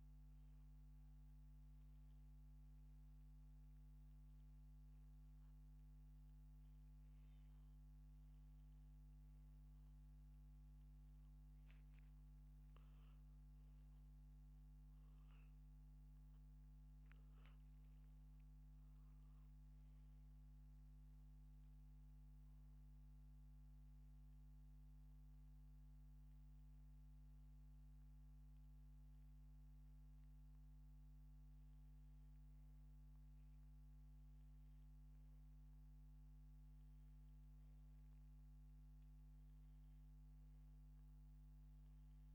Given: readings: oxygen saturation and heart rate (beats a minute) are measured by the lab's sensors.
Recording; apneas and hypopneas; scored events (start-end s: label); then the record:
breathing in sleep, hard to hear, by a microphone on the trachea; none
13.50-17.50 s: arousal
From the record:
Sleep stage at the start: N2 (light sleep); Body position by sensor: upright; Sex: male